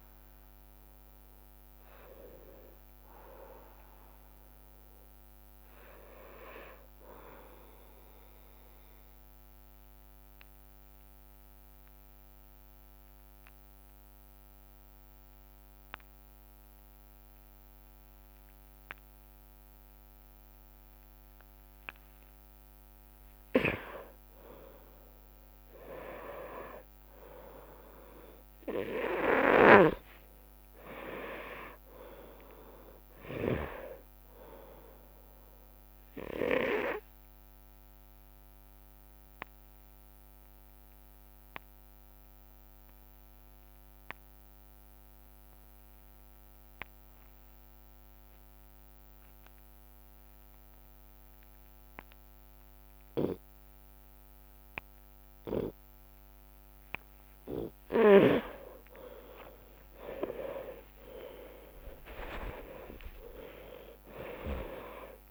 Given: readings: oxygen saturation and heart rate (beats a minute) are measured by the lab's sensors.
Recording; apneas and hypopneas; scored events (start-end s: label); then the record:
breathing in sleep by a microphone on the trachea; 2
0.50-4.50 s: arousal
3.00-5.00 s: long interval between heartbeats (device-marked, heart rate 106 before, 98 extreme)
4.00-7.00 s: tachycardia (device-marked, heart rate 72 before, 103 extreme)
4.00-17.00 s: oxygen desaturation (device-marked, oxygen 97% before, 60% lowest, heart rate 104 before, 59 extreme)
6.50-8.50 s: long interval between heartbeats (device-marked, heart rate 101 before, 94 extreme)
8.50-22.50 s: mixed apnea (oxygen 97% before, 60% lowest, heart rate 98 before, 57 extreme, up 58 after)
9.00-11.00 s: long interval between heartbeats (device-marked, heart rate 98 before, 96 extreme)
18.00-35.00 s: drop in pulse transit time (device-marked, heart rate 92 before, 59 extreme)
20.00-24.00 s: tachycardia (device-marked, heart rate 71 before, 104 extreme)
21.50-23.50 s: long interval between heartbeats (device-marked, heart rate 86 before, 83 extreme)
23.50-29.00 s: arousal
25.00-27.00 s: long interval between heartbeats (device-marked, heart rate 86 before, 115 extreme)
30.00-33.00 s: tachycardia (device-marked, heart rate 71 before, 97 extreme)
30.50-32.50 s: long interval between heartbeats (device-marked, heart rate 85 before, 85 extreme)
32.50-34.50 s: long interval between heartbeats (device-marked, heart rate 85 before, 97 extreme)
35.00-48.00 s: oxygen desaturation (device-marked, oxygen 98% before, 89% lowest, heart rate 87 before, 57 extreme)
35.00-56.50 s: obstructive apnea (oxygen 99% before, 86% lowest)
49.00-51.00 s: long interval between heartbeats (device-marked, heart rate 75 before, 67 extreme)
52.00-65.31 s: drop in pulse transit time (device-marked, heart rate 72 before, 58 extreme)
53.00-58.50 s: snoring (device-marked)
58.50-60.50 s: long interval between heartbeats (device-marked, heart rate 63 before, 66 extreme)
58.50-63.50 s: arousal
60.00-65.31 s: tachycardia (device-marked, heart rate 70 before, 114 extreme)
61.00-63.00 s: long interval between heartbeats (device-marked, heart rate 64 before, 88 extreme)
63.50-65.31 s: long interval between heartbeats (device-marked, heart rate 67 before, 114 extreme)
From the record:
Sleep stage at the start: N1 (lightest sleep); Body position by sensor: on the left side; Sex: male